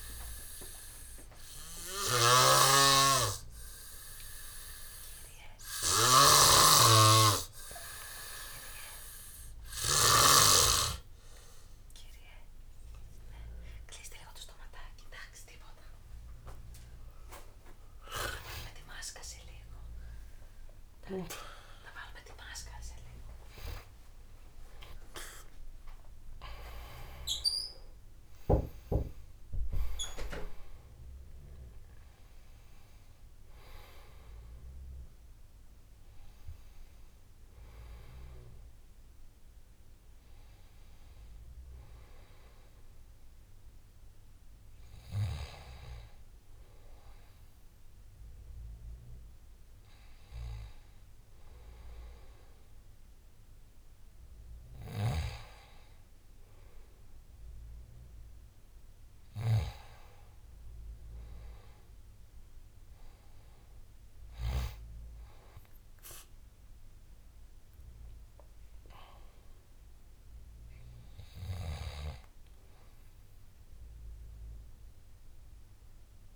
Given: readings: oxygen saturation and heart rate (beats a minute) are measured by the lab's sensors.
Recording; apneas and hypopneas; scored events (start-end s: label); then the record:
breathing in sleep by a room microphone; none
0.00-10.50 s: snoring (device-marked)
16.00-76.36 s: new sleep stage, N2 (light sleep)
18.00-24.00 s: arousal
From the record:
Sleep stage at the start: N3 (deep sleep); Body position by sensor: on the back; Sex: male